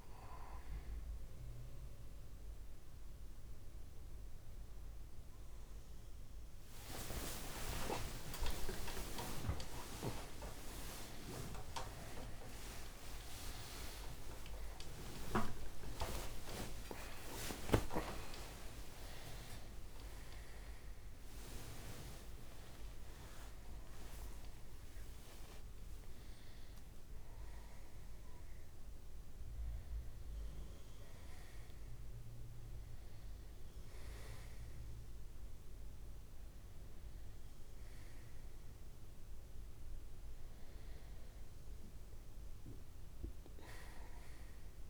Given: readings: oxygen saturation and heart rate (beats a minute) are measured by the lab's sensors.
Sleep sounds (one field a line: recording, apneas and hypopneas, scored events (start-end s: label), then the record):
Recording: a person awake in a sleep study, by a room microphone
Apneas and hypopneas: none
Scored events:
7.00-26.00 s: tachycardia (device-marked, heart rate 41 before, 189 extreme)
32.00-44.89 s: new sleep stage, N1 (lightest sleep)
From the record:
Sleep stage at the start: awake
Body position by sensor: on the front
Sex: male